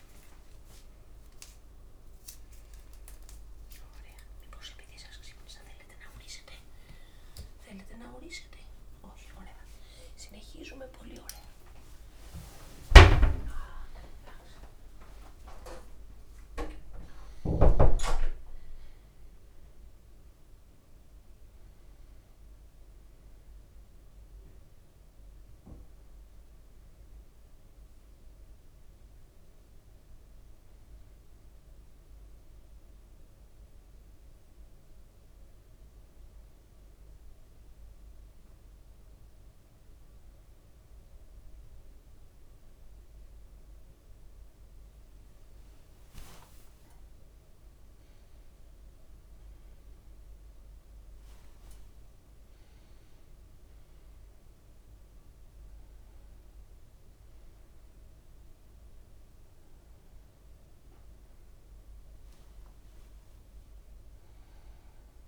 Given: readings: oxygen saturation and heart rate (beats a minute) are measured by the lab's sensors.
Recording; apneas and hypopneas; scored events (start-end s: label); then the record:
a person awake in a sleep study, by a room microphone; none
6.00-8.00 s: leg movement (device-marked)
8.50-14.00 s: leg movement (device-marked)
From the record:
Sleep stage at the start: awake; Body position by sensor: on the back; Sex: male